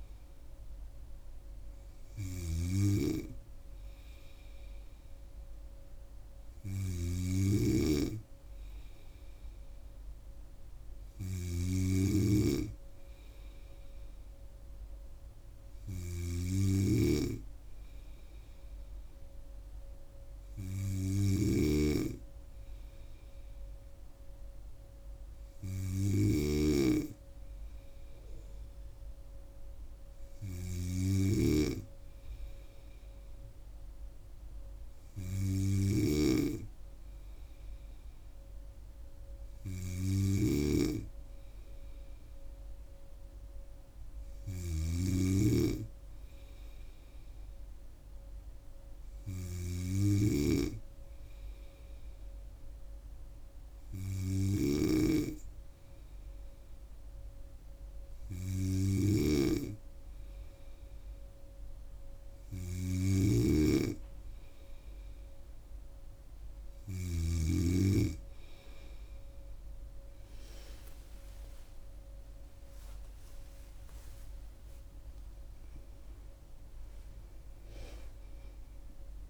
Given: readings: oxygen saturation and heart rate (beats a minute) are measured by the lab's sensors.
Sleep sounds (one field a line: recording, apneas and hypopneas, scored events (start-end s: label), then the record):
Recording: breathing in sleep by a room microphone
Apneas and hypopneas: none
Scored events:
0.00-67.50 s: snoring (device-marked)
70.50-74.50 s: arousal
From the record:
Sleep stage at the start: N2 (light sleep)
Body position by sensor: on the right side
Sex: female